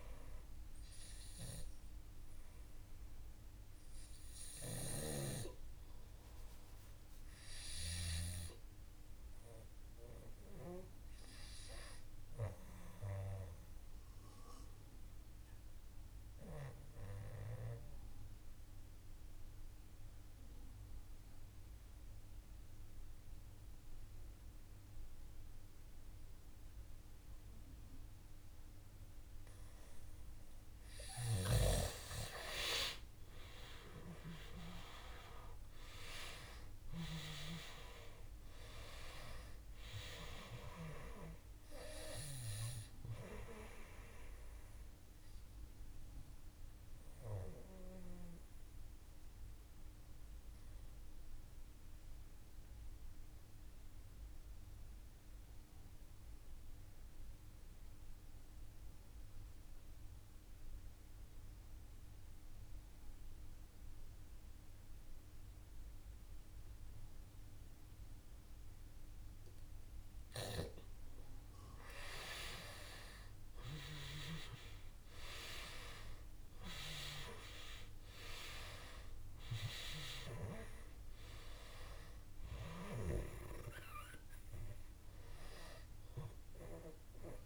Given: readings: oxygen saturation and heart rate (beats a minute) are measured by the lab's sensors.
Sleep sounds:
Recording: breathing in sleep by a room microphone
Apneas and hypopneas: 2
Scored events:
0.00-20.50 s: oxygen desaturation (device-marked, oxygen 90% lowest, heart rate 54 extreme)
13.00-29.00 s: obstructive apnea (oxygen 98% before, 90% lowest, heart rate 57 before, 54 extreme, up 5 after)
32.50-36.50 s: arousal
36.50-46.50 s: oxygen desaturation (device-marked, oxygen 97% before, 93% lowest, heart rate 56 before, 53 extreme)
44.50-69.50 s: obstructive apnea (oxygen 98% before, 89% lowest, heart rate 57 before, 53 extreme, up 5 after)
54.50-64.50 s: oxygen desaturation (device-marked, oxygen 94% before, 91% lowest, heart rate 57 before, 53 extreme)
72.50-76.50 s: arousal
75.50-87.46 s: oxygen desaturation (device-marked, oxygen 98% before, 89% lowest, heart rate 54 before, 54 extreme)
From the record:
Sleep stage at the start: N2 (light sleep)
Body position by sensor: on the back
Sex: male

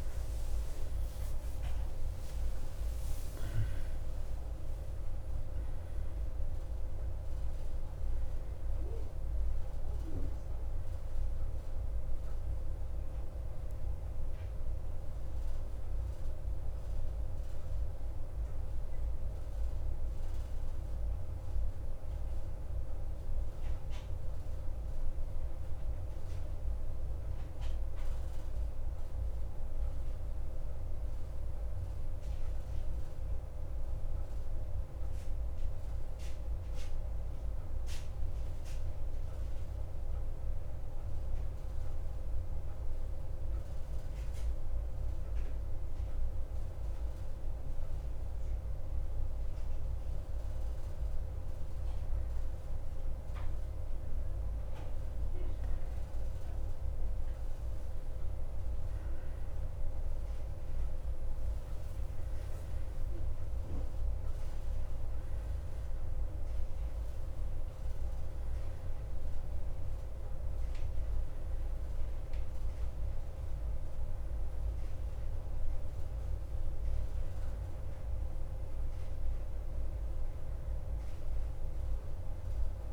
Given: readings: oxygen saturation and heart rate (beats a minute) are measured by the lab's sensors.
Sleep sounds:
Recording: breathing in sleep, hard to hear, by a room microphone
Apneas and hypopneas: 1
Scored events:
12.00-17.50 s: arousal
28.00-47.00 s: hypopnea (oxygen 90% before, 88% lowest, heart rate 57 before, 53 extreme, up 1 after)
42.00-82.93 s: new sleep stage, N2 (light sleep)
49.00-53.50 s: arousal
56.00-68.00 s: oxygen desaturation (device-marked, oxygen 95% before, 91% lowest, heart rate 54 before, 55 extreme)
75.00-82.93 s: oxygen desaturation (device-marked, oxygen 92% before, 88% lowest, heart rate 56 before, 49 extreme)
From the record:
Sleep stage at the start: N1 (lightest sleep)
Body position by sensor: on the back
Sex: male

